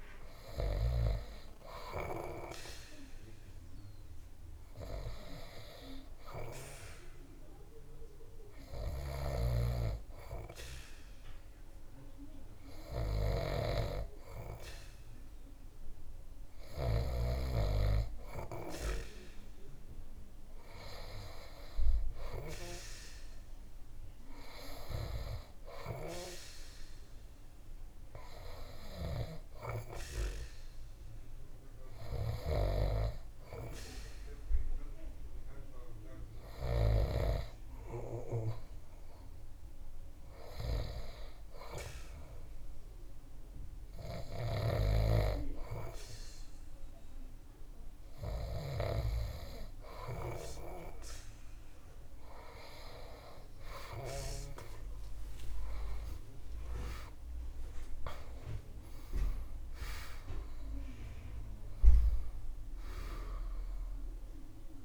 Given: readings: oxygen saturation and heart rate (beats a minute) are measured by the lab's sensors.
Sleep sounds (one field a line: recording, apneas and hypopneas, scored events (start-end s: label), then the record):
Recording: breathing in sleep by a room microphone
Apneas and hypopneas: 1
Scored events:
32.00-35.00 s: arousal
38.00-50.50 s: hypopnea (oxygen 99% before, 97% lowest)
44.00-48.50 s: snoring (device-marked)
54.00-58.50 s: arousal
From the record:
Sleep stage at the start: N2 (light sleep)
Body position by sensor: on the back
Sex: male